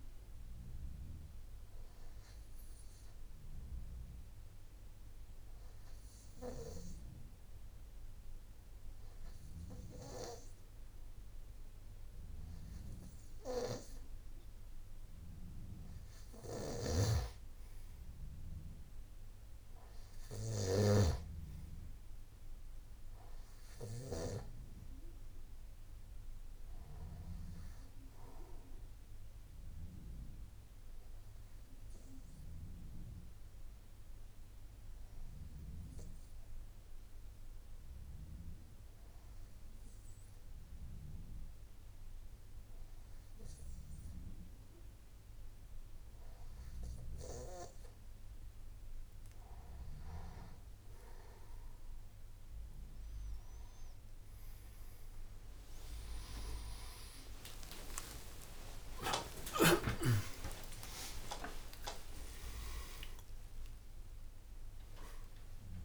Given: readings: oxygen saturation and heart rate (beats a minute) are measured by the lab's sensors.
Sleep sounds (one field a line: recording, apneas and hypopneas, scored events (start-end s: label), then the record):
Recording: breathing in sleep by a room microphone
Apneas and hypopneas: 1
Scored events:
16.50-21.00 s: snoring (device-marked)
30.00-44.50 s: hypopnea (oxygen 96% before, 93% lowest, heart rate 59 before, 57 extreme, up 7 after)
57.50-59.50 s: long interval between heartbeats (device-marked, heart rate 60 before, 78 extreme)
58.00-61.00 s: tachycardia (device-marked, heart rate 57 before, 89 extreme)
60.50-62.50 s: long interval between heartbeats (device-marked, heart rate 63 before, 89 extreme)
From the record:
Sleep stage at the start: N3 (deep sleep)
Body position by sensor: on the back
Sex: male